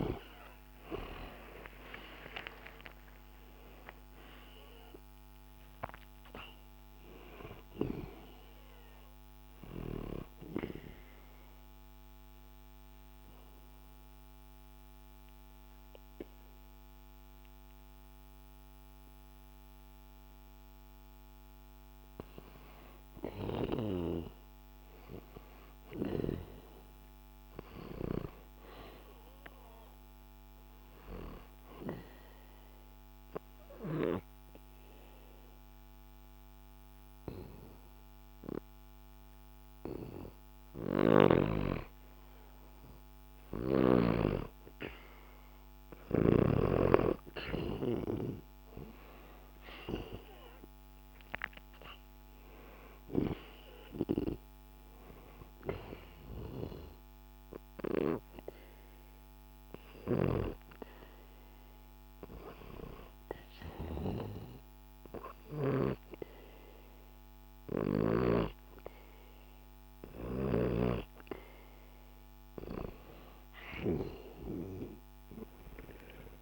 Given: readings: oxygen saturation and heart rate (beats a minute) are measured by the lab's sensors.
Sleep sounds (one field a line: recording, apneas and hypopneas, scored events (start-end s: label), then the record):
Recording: breathing in sleep by a microphone on the trachea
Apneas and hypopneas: 3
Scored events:
0.00-4.00 s: arousal
0.00-21.50 s: oxygen desaturation (device-marked, oxygen 89% lowest, heart rate 64 extreme)
10.50-22.00 s: obstructive apnea (oxygen 98% before, 89% lowest, heart rate 77 before, 64 extreme, up 0 after)
16.50-76.42 s: new sleep stage, N2 (light sleep)
23.50-27.00 s: arousal
32.00-44.00 s: obstructive apnea (oxygen 97% before, 91% lowest, heart rate 67 before, 66 extreme, up 3 after)
40.50-44.00 s: snoring (device-marked)
47.00-50.50 s: arousal
52.50-72.50 s: oxygen desaturation (device-marked, oxygen 95% before, 91% lowest, heart rate 67 before, 65 extreme)
56.50-70.00 s: obstructive apnea (oxygen 97% before, 90% lowest, heart rate 68 before, 66 extreme, up 21 after)
From the record:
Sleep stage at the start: N1 (lightest sleep)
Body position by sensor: on the back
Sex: male